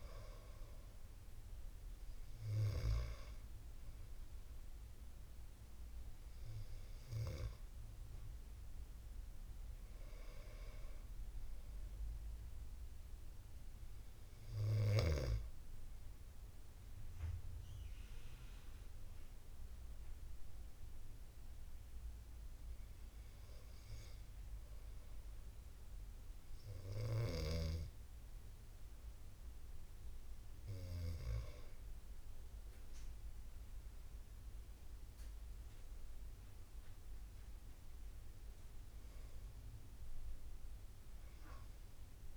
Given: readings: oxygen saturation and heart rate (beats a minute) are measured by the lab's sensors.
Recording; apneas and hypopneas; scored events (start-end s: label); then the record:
breathing in sleep by a room microphone; 1
1.00-12.00 s: oxygen desaturation (device-marked, oxygen 94% before, 89% lowest, heart rate 78 before, 72 extreme)
22.50-33.00 s: hypopnea (oxygen 94% before, 89% lowest, heart rate 79 before, 70 extreme, up 8 after)
33.50-37.50 s: arousal
From the record:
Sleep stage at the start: N2 (light sleep); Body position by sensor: on the back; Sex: male